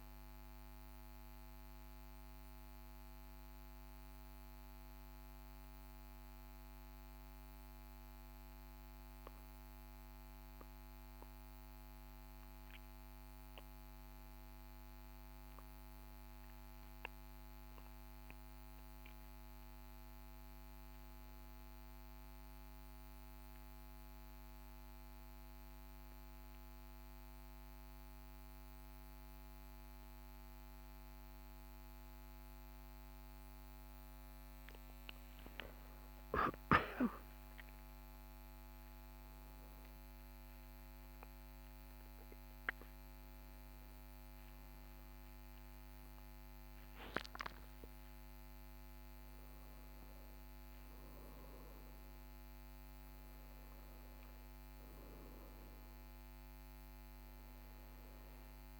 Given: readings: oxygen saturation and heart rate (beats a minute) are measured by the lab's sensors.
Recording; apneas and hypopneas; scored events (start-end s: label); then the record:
breathing in sleep, hard to hear, by a microphone on the trachea; 2
0.00-3.50 s: oxygen desaturation (device-marked, oxygen 90% lowest, heart rate 42 extreme)
0.50-12.50 s: obstructive apnea (oxygen 94% before, 94% lowest, heart rate 44 before, 42 extreme, up 2 after)
13.50-17.00 s: arousal
23.50-35.00 s: obstructive apnea (oxygen 99% before, 96% lowest, heart rate 43 before, 42 extreme, up 3 after)
36.50-42.00 s: arousal
From the record:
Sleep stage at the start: N2 (light sleep); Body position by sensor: on the right side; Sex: male